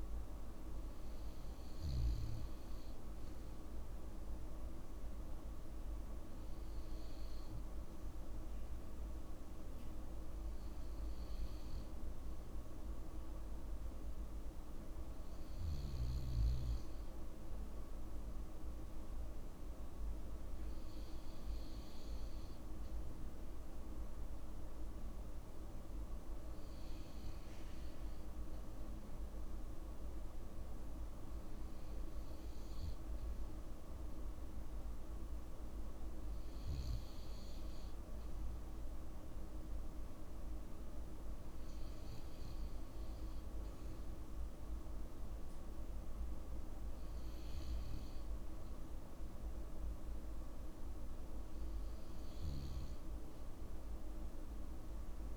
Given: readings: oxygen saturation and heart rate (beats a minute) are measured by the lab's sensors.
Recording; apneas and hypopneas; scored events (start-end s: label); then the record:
breathing in sleep, hard to hear, by a room microphone; none
none scored
From the record:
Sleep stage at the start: N2 (light sleep); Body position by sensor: on the back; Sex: male